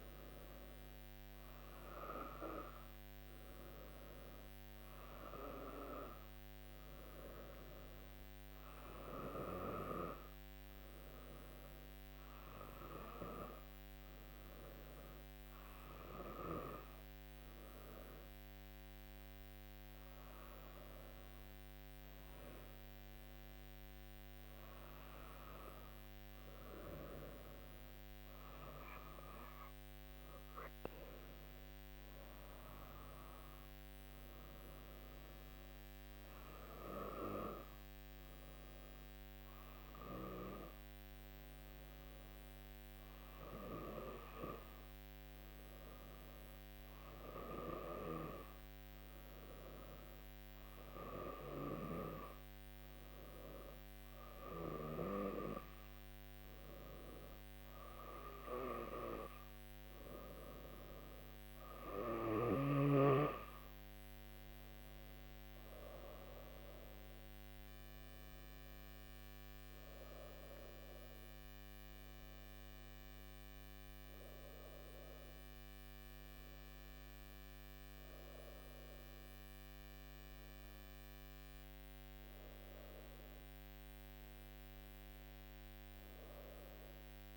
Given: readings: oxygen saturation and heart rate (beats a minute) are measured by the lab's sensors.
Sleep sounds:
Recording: breathing in sleep by a microphone on the trachea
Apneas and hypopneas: 1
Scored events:
40.50-61.00 s: hypopnea (oxygen 98% before, 96% lowest, heart rate 64 before, 59 extreme, up 18 after)
64.50-68.50 s: arousal
From the record:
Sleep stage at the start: N2 (light sleep)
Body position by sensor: on the right side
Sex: female

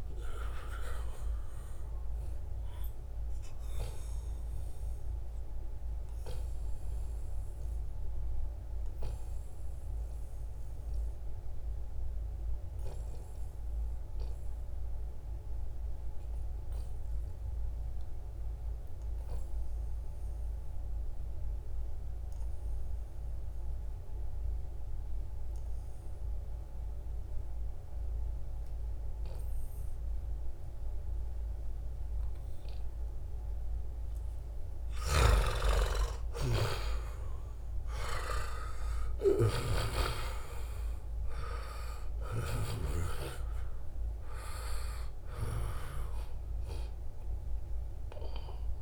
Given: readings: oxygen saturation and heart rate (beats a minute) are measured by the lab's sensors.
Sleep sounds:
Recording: breathing in sleep by a room microphone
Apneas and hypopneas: 1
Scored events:
0.00-10.50 s: oxygen desaturation (device-marked, oxygen 88% lowest, heart rate 67 extreme)
2.50-34.00 s: obstructive apnea (oxygen 97% before, 87% lowest, heart rate 75 before, 67 extreme, up 9 after)
29.50-48.82 s: oxygen desaturation (device-marked, oxygen 97% before, 87% lowest, heart rate 72 before, 66 extreme)
34.50-43.00 s: snoring (device-marked)
35.50-39.00 s: arousal
From the record:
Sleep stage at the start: N2 (light sleep)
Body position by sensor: on the back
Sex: male

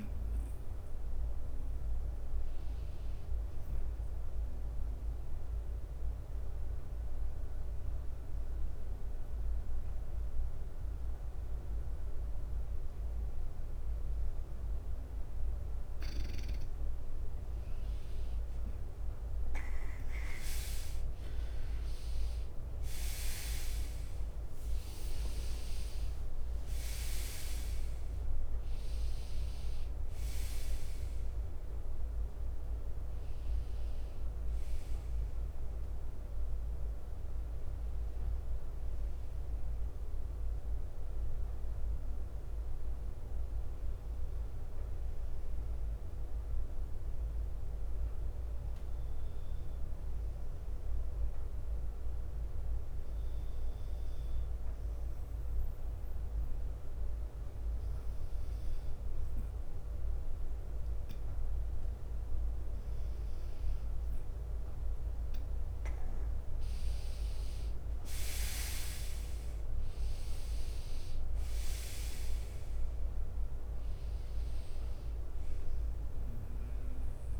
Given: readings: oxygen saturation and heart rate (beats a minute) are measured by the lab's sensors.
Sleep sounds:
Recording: breathing in sleep, hard to hear, by a room microphone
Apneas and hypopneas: 2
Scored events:
0.00-8.50 s: oxygen desaturation (device-marked, oxygen 93% lowest, heart rate 56 extreme)
0.50-15.50 s: bradycardia (device-marked, heart rate 65 before, 56 extreme)
3.50-15.00 s: obstructive apnea (oxygen 98% before, 92% lowest, heart rate 59 before, 53 extreme, up 7 after)
19.50-22.50 s: arousal
23.50-27.50 s: leg movement (device-marked)
30.50-63.50 s: bradycardia (device-marked, heart rate 65 before, 53 extreme)
43.00-60.50 s: hypopnea (oxygen 96% before, 92% lowest, heart rate 60 before, 55 extreme, up 4 after)
58.50-77.40 s: oxygen desaturation (device-marked, oxygen 98% before, 92% lowest, heart rate 56 before, 55 extreme)
66.50-69.50 s: arousal
74.50-77.40 s: bradycardia (device-marked, heart rate 65 before, 55 extreme)
From the record:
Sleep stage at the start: N2 (light sleep)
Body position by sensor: on the right side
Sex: male

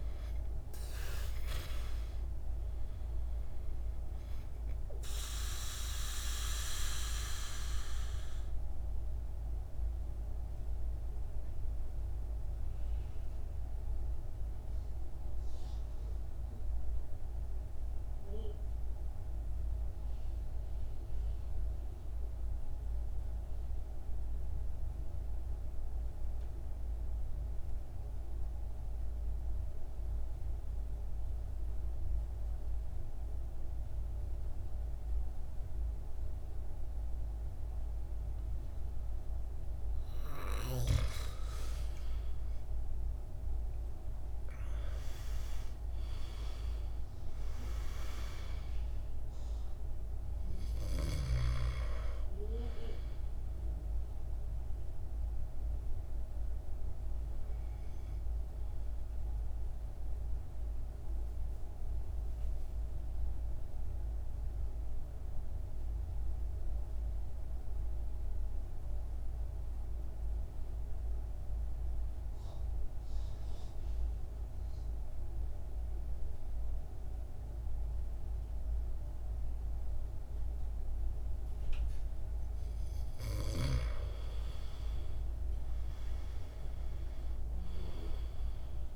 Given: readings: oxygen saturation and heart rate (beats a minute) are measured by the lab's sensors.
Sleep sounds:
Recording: breathing in sleep by a room microphone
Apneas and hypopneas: 2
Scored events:
0.00-25.00 s: oxygen desaturation (device-marked, oxygen 82% lowest, heart rate 52 extreme)
6.50-39.50 s: mixed apnea (oxygen 99% before, 81% lowest, heart rate 60 before, 52 extreme, up 17 after)
34.00-72.00 s: oxygen desaturation (device-marked, oxygen 99% before, 81% lowest, heart rate 54 before, 51 extreme)
41.50-46.50 s: arousal
59.00-83.50 s: obstructive apnea (oxygen 99% before, 81% lowest, heart rate 62 before, 51 extreme, up 15 after)
84.00-88.96 s: oxygen desaturation (device-marked, oxygen 99% before, 83% lowest, heart rate 53 before, 52 extreme)
85.00-88.50 s: arousal
From the record:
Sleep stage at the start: N2 (light sleep)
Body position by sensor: on the back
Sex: male

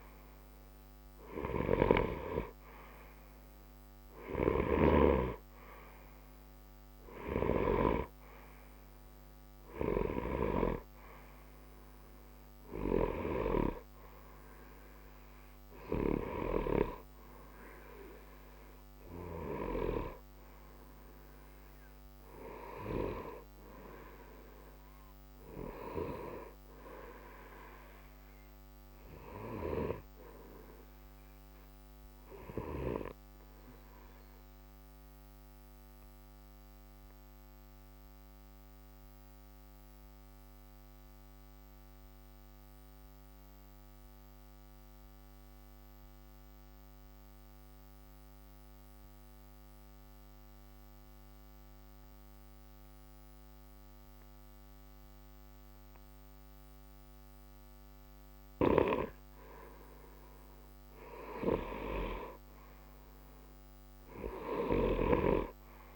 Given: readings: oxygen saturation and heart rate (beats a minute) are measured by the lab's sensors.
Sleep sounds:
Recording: breathing in sleep by a microphone on the trachea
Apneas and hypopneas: 1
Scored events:
0.00-29.50 s: oxygen desaturation (device-marked, oxygen 89% lowest, heart rate 60 extreme)
32.50-58.50 s: obstructive apnea (oxygen 94% before, 88% lowest, heart rate 60 before, 60 extreme, up 0 after)
61.50-65.96 s: arousal
64.50-65.96 s: oxygen desaturation (device-marked, oxygen 95% before, 91% lowest, heart rate 60 before, 60 extreme)
From the record:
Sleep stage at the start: N2 (light sleep)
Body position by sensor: on the right side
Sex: male

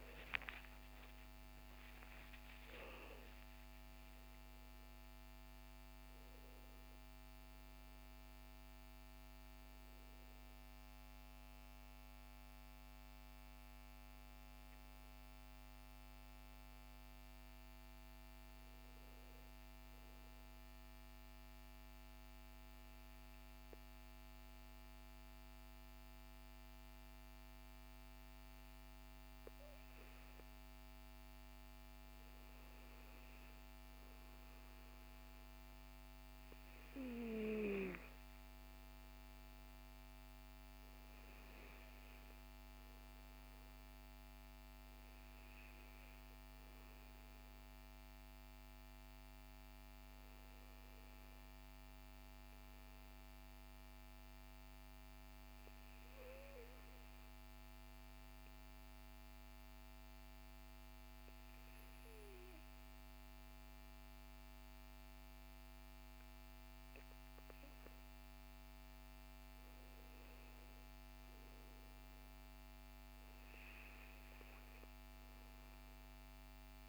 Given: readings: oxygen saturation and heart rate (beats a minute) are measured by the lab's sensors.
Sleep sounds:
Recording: a person partly awake in a sleep study, hard to hear, by a microphone on the trachea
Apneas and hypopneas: 2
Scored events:
11.50-76.89 s: new sleep stage, N2 (light sleep)
20.00-30.50 s: obstructive apnea (oxygen 98% before, 95% lowest, heart rate 81 before, 49 extreme, up 10 after)
33.00-37.00 s: arousal
56.50-67.50 s: hypopnea (oxygen 97% before, 95% lowest, heart rate 54 before, 46 extreme, up 17 after)
69.00-72.50 s: arousal
From the record:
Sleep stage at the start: awake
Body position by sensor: on the back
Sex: male

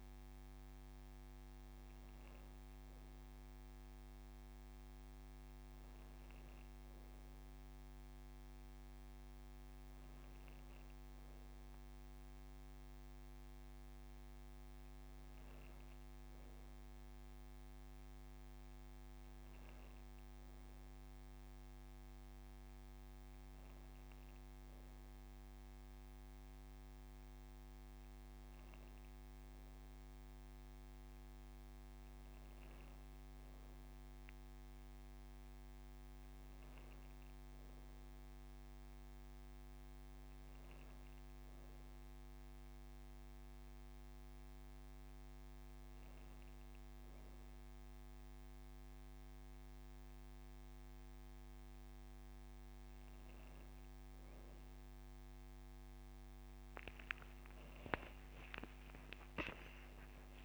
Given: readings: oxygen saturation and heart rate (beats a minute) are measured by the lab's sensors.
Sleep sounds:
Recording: breathing in sleep, hard to hear, by a microphone on the trachea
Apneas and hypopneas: none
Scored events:
56.50-60.00 s: arousal
From the record:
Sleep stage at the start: N2 (light sleep)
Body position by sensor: on the right side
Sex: female

